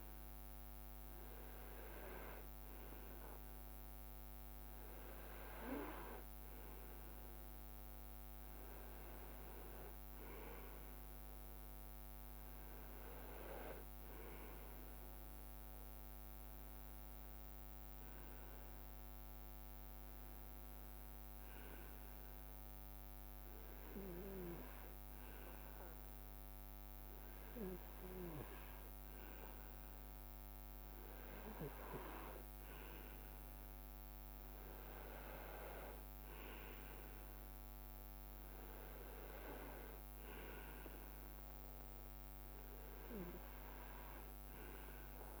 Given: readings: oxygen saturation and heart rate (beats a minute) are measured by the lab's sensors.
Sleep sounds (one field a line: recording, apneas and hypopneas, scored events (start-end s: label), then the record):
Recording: breathing in sleep by a microphone on the trachea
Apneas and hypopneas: 1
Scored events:
17.50-29.50 s: hypopnea (oxygen 97% before, 95% lowest, heart rate 67 before, 63 extreme, up 3 after)
31.50-37.00 s: arousal
From the record:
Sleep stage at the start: REM sleep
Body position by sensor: on the right side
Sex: male